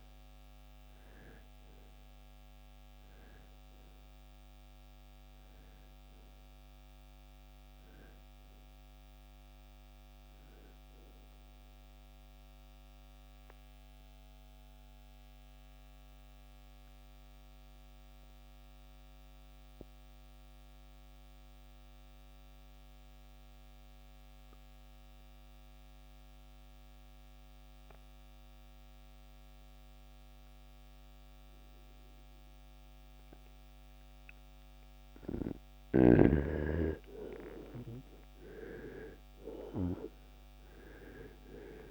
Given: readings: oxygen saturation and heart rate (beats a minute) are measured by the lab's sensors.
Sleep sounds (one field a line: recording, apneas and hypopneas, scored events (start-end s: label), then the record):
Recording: breathing in sleep by a microphone on the trachea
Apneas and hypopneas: 1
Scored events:
0.00-32.00 s: oxygen desaturation (device-marked, oxygen 86% lowest, heart rate 48 extreme)
12.00-35.00 s: mixed apnea (oxygen 95% before, 86% lowest, heart rate 70 before, 48 extreme, up 8 after)
37.00-41.91 s: arousal
From the record:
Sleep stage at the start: N2 (light sleep)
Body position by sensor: on the right side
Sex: male